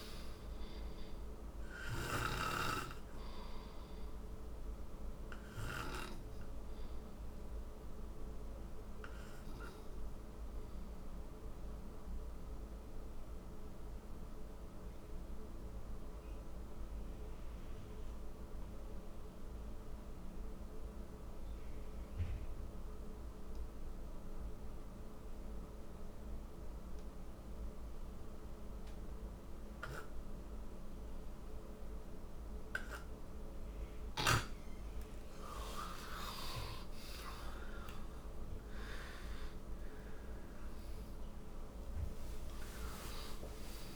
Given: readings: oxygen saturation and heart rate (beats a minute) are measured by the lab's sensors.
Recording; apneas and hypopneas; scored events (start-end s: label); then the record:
breathing in sleep by a room microphone; 1
0.00-17.50 s: oxygen desaturation (device-marked, oxygen 89% lowest, heart rate 54 extreme)
9.00-34.00 s: obstructive apnea (oxygen 97% before, 84% lowest, heart rate 64 before, 54 extreme)
29.50-43.96 s: oxygen desaturation (device-marked, oxygen 98% before, 84% lowest, heart rate 62 before, 54 extreme)
35.50-41.50 s: arousal
From the record:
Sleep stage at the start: N2 (light sleep); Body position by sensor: on the right side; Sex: male